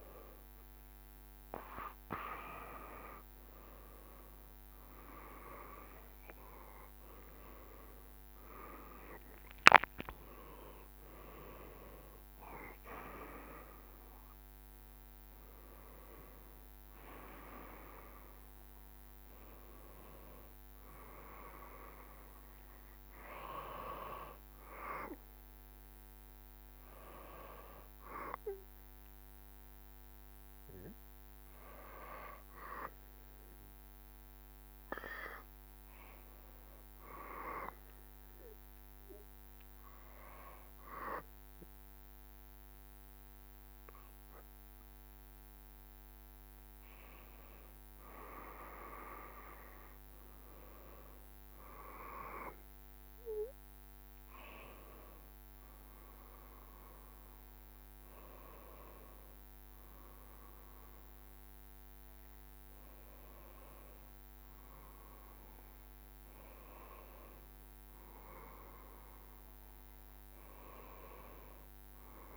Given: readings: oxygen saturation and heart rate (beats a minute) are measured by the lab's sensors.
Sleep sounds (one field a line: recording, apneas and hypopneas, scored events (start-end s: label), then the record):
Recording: breathing in sleep by a microphone on the trachea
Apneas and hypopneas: 1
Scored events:
1.50-6.00 s: arousal
29.00-45.50 s: hypopnea (oxygen 96% before, 95% lowest, heart rate 74 before, 66 extreme, up 4 after)
47.50-50.50 s: arousal
60.50-64.50 s: arousal
From the record:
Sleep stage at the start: N2 (light sleep)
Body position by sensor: on the back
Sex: male